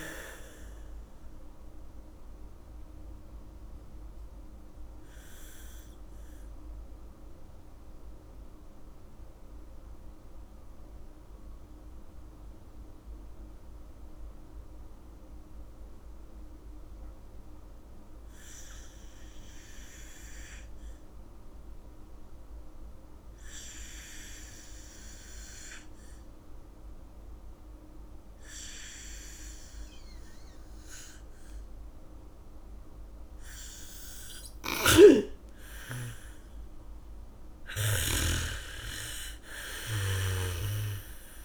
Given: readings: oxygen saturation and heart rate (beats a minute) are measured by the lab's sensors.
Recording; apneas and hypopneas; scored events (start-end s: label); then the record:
breathing in sleep by a room microphone; 1
0.00-17.00 s: oxygen desaturation (device-marked, oxygen 73% lowest, heart rate 47 extreme)
3.00-35.00 s: mixed apnea (oxygen 98% before, 73% lowest, heart rate 61 before, 56 extreme, up 2 after)
28.00-41.45 s: oxygen desaturation (device-marked, oxygen 99% before, 83% lowest, heart rate 77 before, 48 extreme)
35.00-39.00 s: snoring (device-marked)
37.00-39.00 s: bradycardia (device-marked, heart rate 71 before, 58 extreme)
37.00-41.45 s: arousal
From the record:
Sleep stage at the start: N2 (light sleep); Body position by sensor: on the back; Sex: female